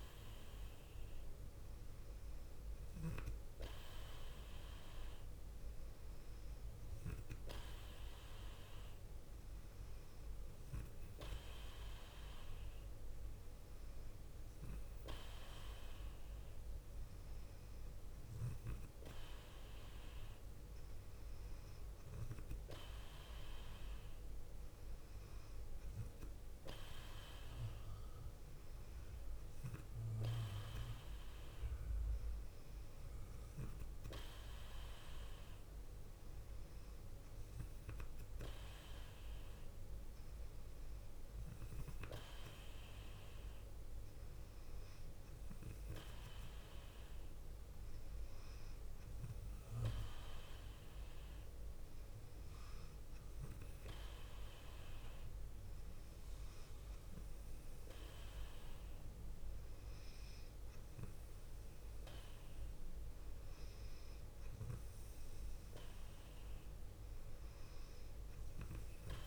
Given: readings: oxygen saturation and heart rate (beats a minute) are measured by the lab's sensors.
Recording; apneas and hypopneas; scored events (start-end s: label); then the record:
breathing in sleep, hard to hear, by a room microphone; none
none scored
From the record:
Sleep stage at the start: N2 (light sleep); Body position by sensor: on the left side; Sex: female